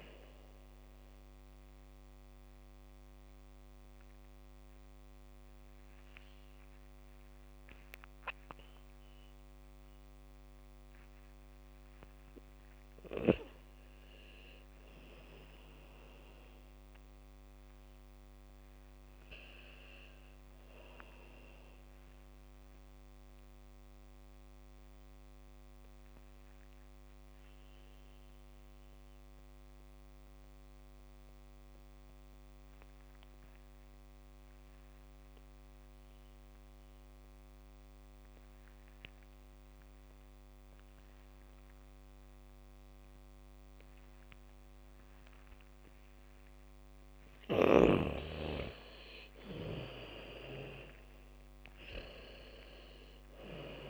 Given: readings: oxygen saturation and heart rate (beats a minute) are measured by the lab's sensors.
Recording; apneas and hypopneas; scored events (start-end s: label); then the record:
breathing in sleep by a microphone on the trachea; 2
0.00-9.50 s: oxygen desaturation (device-marked, oxygen 84% lowest, heart rate 46 extreme)
2.00-13.00 s: central apnea (oxygen 98% before, 84% lowest, heart rate 69 before, 75 extreme, up 1 after)
14.00-19.00 s: arousal
26.50-47.00 s: obstructive apnea (oxygen 99% before, 84% lowest, heart rate 83 before, 57 extreme)
42.50-53.89 s: oxygen desaturation (device-marked, oxygen 98% before, 84% lowest, heart rate 79 before, 54 extreme)
47.50-50.50 s: bradycardia (device-marked, heart rate 73 before, 65 extreme)
48.00-53.50 s: arousal
From the record:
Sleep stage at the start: N2 (light sleep); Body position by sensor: on the back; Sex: female